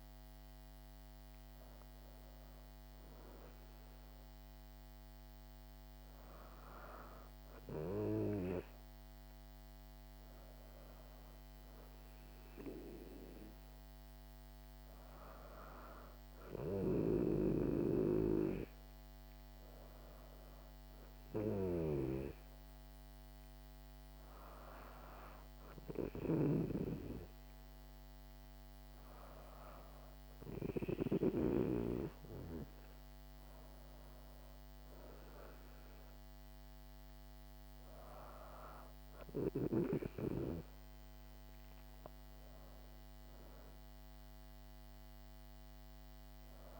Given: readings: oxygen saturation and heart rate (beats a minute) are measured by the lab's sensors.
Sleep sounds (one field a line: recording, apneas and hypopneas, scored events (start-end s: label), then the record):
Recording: breathing in sleep by a microphone on the trachea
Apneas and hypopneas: none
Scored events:
none scored
From the record:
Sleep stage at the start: N2 (light sleep)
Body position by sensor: on the back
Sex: female